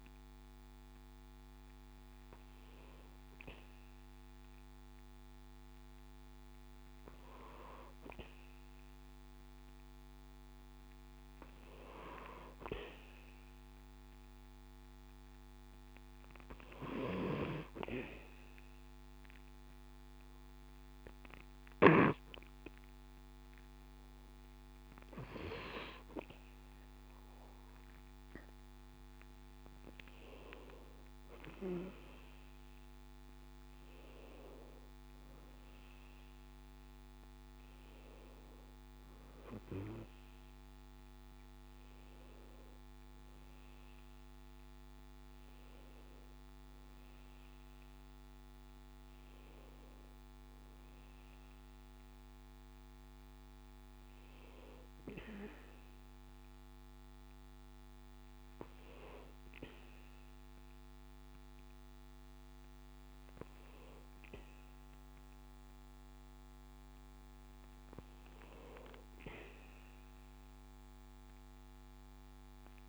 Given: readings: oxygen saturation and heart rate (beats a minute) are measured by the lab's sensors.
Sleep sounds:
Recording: breathing in sleep by a microphone on the trachea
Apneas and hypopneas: 1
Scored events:
9.00-12.50 s: arousal
17.50-29.00 s: hypopnea (oxygen 97% before, 95% lowest, heart rate 68 before, 68 extreme, up 6 after)
31.50-35.50 s: arousal
From the record:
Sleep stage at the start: N2 (light sleep)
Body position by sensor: on the back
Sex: male

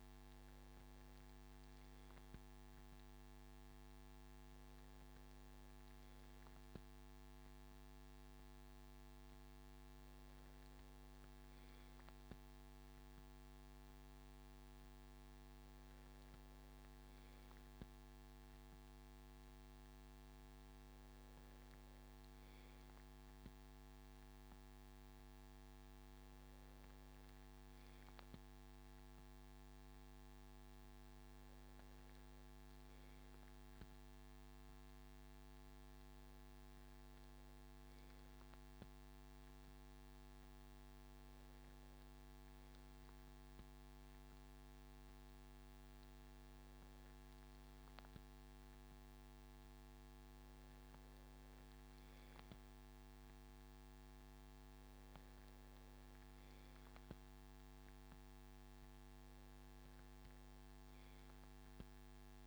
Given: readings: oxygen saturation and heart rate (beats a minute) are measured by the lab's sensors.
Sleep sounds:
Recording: breathing in sleep, hard to hear, by a microphone on the trachea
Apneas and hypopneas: none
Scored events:
none scored
From the record:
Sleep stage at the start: N2 (light sleep)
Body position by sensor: on the left side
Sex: male

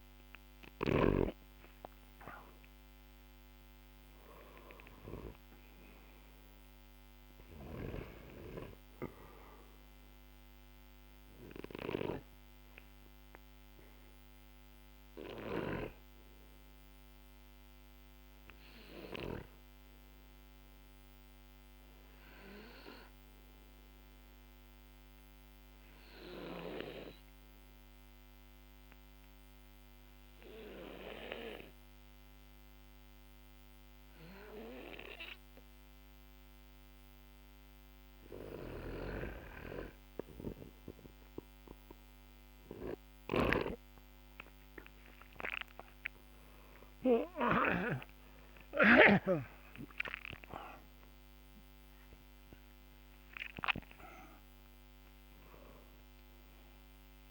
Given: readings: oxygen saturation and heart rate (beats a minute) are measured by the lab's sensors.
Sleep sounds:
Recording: breathing in sleep by a microphone on the trachea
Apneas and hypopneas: 1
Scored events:
0.00-1.00 s: snoring (device-marked)
0.00-1.50 s: arousal
11.00-41.00 s: obstructive apnea (oxygen 99% before, 93% lowest, heart rate 59 before, 45 extreme, up 4 after)
38.00-47.50 s: snoring (device-marked)
45.50-51.00 s: arousal
55.00-57.31 s: oxygen desaturation (device-marked, oxygen 96% before, 93% lowest, heart rate 60 before, 45 extreme)
From the record:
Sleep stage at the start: N2 (light sleep)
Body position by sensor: on the back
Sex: male

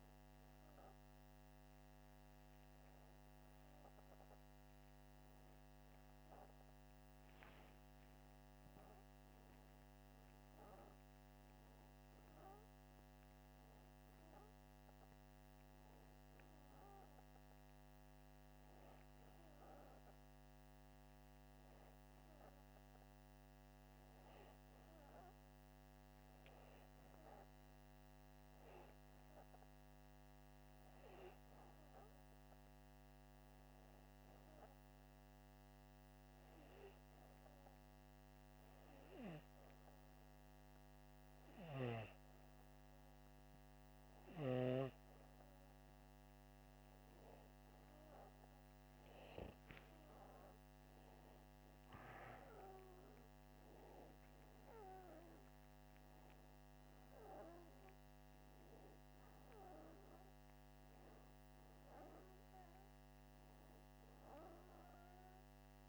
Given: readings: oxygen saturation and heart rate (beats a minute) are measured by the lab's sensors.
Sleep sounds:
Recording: breathing in sleep by a microphone on the trachea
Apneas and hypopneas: 1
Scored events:
36.50-47.00 s: hypopnea (oxygen 97% before, 93% lowest, heart rate 83 before, 82 extreme, up 6 after)
48.00-51.00 s: arousal
From the record:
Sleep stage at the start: N2 (light sleep)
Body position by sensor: upright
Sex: male

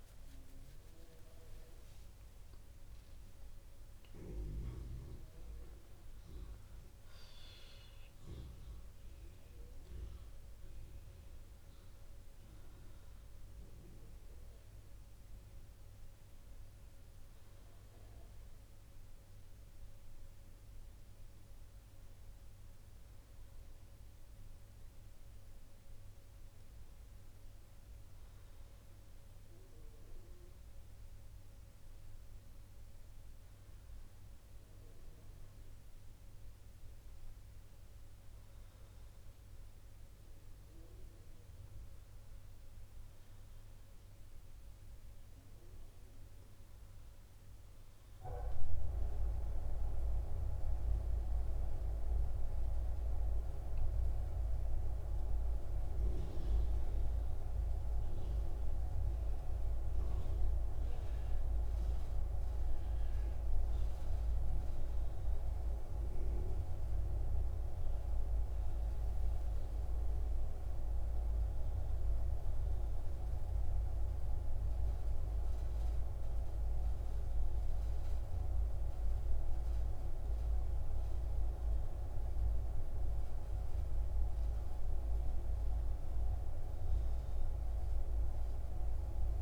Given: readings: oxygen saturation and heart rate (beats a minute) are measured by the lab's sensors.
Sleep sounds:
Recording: breathing in sleep by a room microphone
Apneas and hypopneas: none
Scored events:
0.00-1.50 s: arousal
From the record:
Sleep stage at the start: N2 (light sleep)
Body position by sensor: on the right side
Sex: female

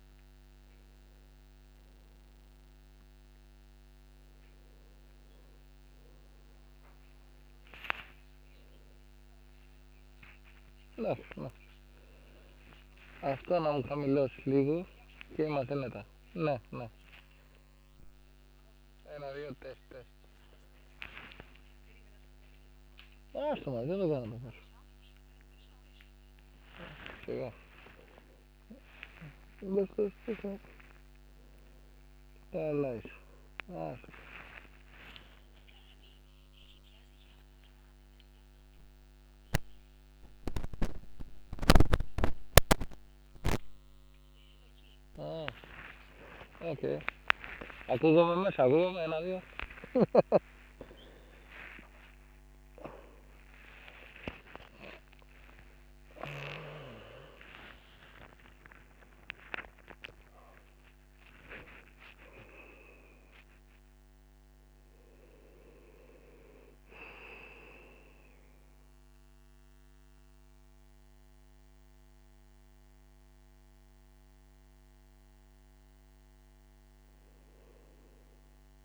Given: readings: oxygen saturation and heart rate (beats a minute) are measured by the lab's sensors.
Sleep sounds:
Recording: a person awake in a sleep study, by a microphone on the trachea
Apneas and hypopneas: none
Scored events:
12.00-14.00 s: long interval between heartbeats (device-marked, heart rate 47 before, 34 extreme)
14.00-16.00 s: long interval between heartbeats (device-marked, heart rate 46 before, 46 extreme)
14.00-25.00 s: snoring (device-marked)
18.00-20.00 s: long interval between heartbeats (device-marked, heart rate 53 before, 87 extreme)
21.00-23.00 s: long interval between heartbeats (device-marked, heart rate 57 before, 81 extreme)
23.50-25.50 s: long interval between heartbeats (device-marked, heart rate 60 before, 83 extreme)
26.00-28.00 s: long interval between heartbeats (device-marked, heart rate 64 before, 104 extreme)
31.50-33.50 s: long interval between heartbeats (device-marked, heart rate 82 before, 100 extreme)
34.50-36.50 s: long interval between heartbeats (device-marked, heart rate 92 before, 105 extreme)
37.00-39.00 s: long interval between heartbeats (device-marked, heart rate 98 before, 118 extreme)
44.00-46.00 s: long interval between heartbeats (device-marked, heart rate 105 before, 94 extreme)
46.50-48.50 s: long interval between heartbeats (device-marked, heart rate 105 before, 107 extreme)
48.50-50.50 s: long interval between heartbeats (device-marked, heart rate 105 before, 118 extreme)
50.50-52.50 s: long interval between heartbeats (device-marked, heart rate 107 before, 126 extreme)
55.00-57.00 s: long interval between heartbeats (device-marked, heart rate 113 before, 133 extreme)
60.00-78.84 s: new sleep stage, N1 (lightest sleep)
62.00-64.00 s: long interval between heartbeats (device-marked, heart rate 115 before, 93 extreme)
From the record:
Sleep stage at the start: awake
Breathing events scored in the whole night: 202 in 4.0 hours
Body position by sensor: on the right side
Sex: male

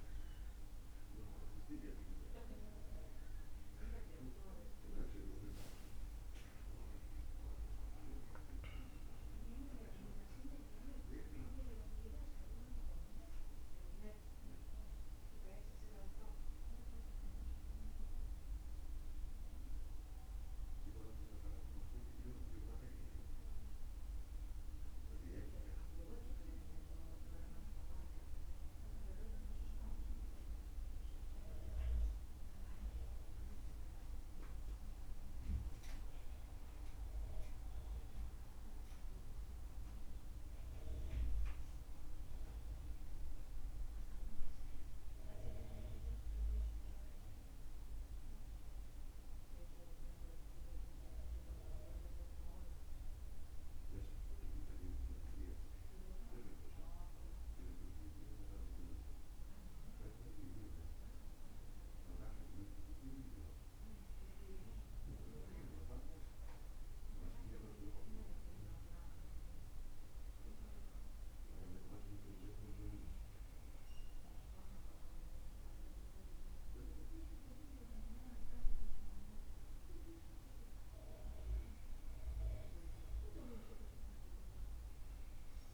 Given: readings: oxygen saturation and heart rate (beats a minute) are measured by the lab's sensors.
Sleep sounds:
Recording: breathing in sleep by a room microphone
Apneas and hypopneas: none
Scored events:
none scored
From the record:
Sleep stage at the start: N2 (light sleep)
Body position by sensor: on the back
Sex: male

